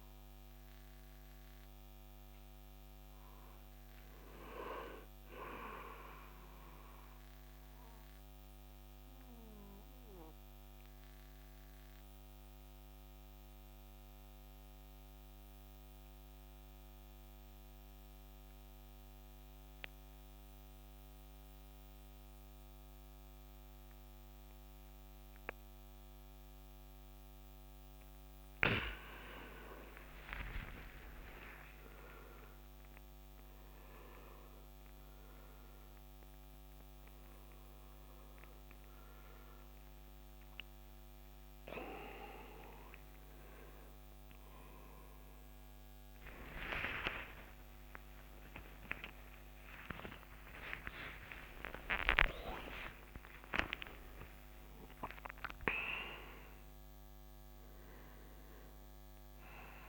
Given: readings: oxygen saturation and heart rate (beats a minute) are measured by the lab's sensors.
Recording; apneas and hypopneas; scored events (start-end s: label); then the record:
breathing in sleep by a microphone on the trachea; 1
7.50-28.50 s: mixed apnea (oxygen 97% before, 91% lowest, heart rate 75 before, 65 extreme, up 5 after)
30.00-33.50 s: arousal
34.50-49.50 s: oxygen desaturation (device-marked, oxygen 99% before, 91% lowest, heart rate 66 before, 69 extreme)
35.50-59.89 s: new sleep stage, N1 (lightest sleep)
47.50-55.00 s: arousal
From the record:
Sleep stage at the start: N2 (light sleep); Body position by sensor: on the right side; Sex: male